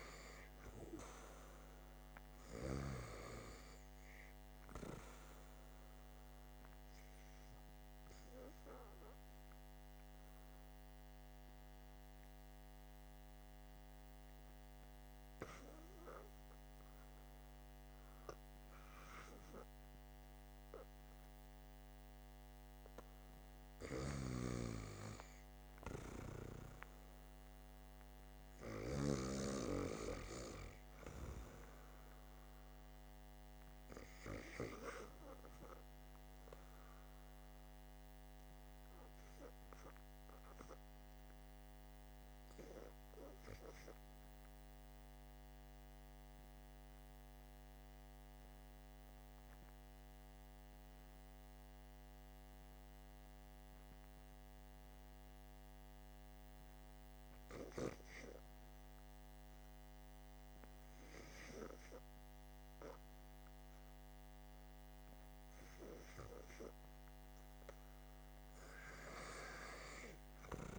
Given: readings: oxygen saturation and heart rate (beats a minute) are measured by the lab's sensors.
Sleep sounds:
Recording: breathing in sleep by a microphone on the trachea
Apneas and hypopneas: 2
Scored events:
0.00-3.00 s: arousal
3.00-55.00 s: oxygen desaturation (device-marked, oxygen 95% before, 79% lowest, heart rate 50 before, 53 extreme)
6.50-21.50 s: hypopnea (oxygen 95% before, 79% lowest, heart rate 51 before, 58 extreme, up 3 after)
23.50-28.00 s: arousal
39.00-65.00 s: obstructive apnea (oxygen 92% before, 79% lowest, heart rate 62 before, 53 extreme, up 0 after)
From the record:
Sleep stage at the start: REM sleep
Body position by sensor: on the back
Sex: male

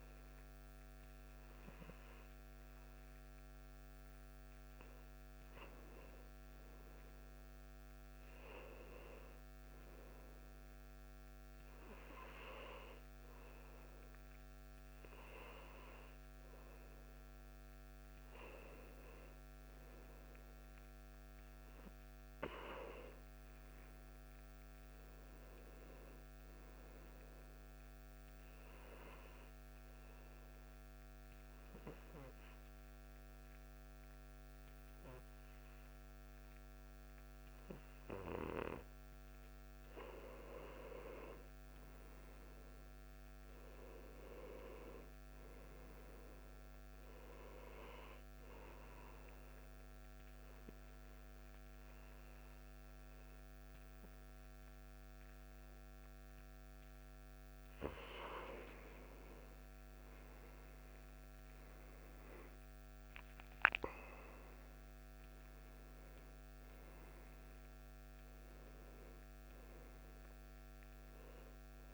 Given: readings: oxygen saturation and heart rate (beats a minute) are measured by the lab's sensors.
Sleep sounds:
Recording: breathing in sleep by a microphone on the trachea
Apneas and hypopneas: 2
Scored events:
20.50-25.00 s: arousal
20.50-71.94 s: new sleep stage, N2 (light sleep)
29.50-40.50 s: hypopnea (oxygen 94% before, 90% lowest, heart rate 66 before, 61 extreme, up 4 after)
43.00-47.00 s: arousal
49.50-57.50 s: oxygen desaturation (device-marked, oxygen 93% before, 90% lowest, heart rate 64 before, 61 extreme)
50.50-60.50 s: hypopnea (oxygen 93% before, 90% lowest, heart rate 64 before, 61 extreme, up 11 after)
62.00-67.50 s: arousal
From the record:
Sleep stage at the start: N1 (lightest sleep)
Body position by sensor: on the back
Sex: male

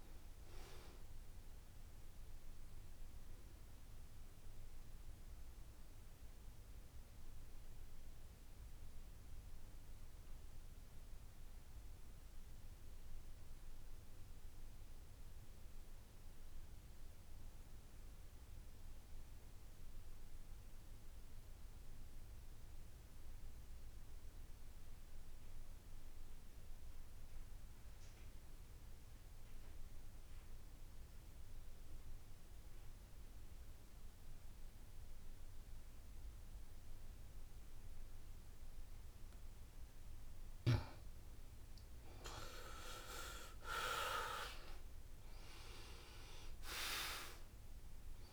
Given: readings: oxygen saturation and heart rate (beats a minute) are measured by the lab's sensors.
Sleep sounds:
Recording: breathing in sleep by a room microphone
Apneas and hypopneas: 1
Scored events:
0.00-17.00 s: oxygen desaturation (device-marked, oxygen 79% lowest, heart rate 66 extreme)
4.00-40.50 s: mixed apnea (oxygen 90% before, 79% lowest, heart rate 76 before, 66 extreme, up 7 after)
28.00-48.33 s: oxygen desaturation (device-marked, oxygen 98% before, 80% lowest, heart rate 68 before, 68 extreme)
44.00-47.50 s: arousal
From the record:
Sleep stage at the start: N2 (light sleep)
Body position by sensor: on the back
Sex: male

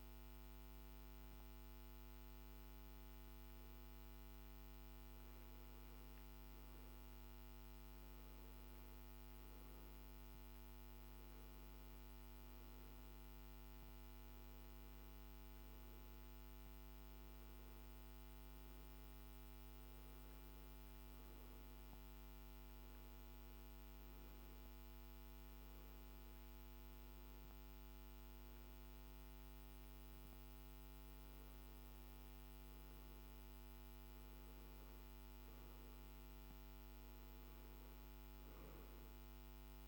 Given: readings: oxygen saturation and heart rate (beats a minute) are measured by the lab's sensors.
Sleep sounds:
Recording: breathing in sleep, hard to hear, by a microphone on the trachea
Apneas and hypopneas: none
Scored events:
none scored
From the record:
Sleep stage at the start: N1 (lightest sleep)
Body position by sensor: on the back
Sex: male

